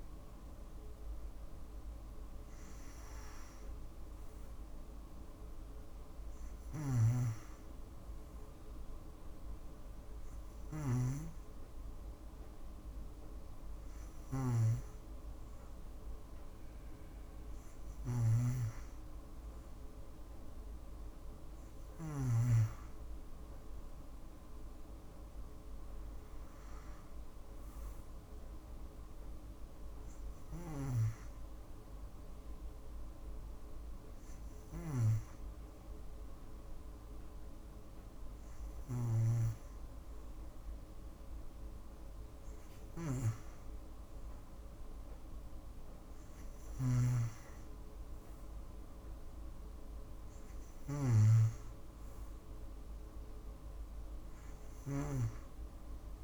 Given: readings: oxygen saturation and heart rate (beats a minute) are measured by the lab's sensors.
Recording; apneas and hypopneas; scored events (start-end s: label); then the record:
breathing in sleep by a room microphone; none
none scored
From the record:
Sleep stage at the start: N2 (light sleep); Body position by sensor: on the back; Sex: female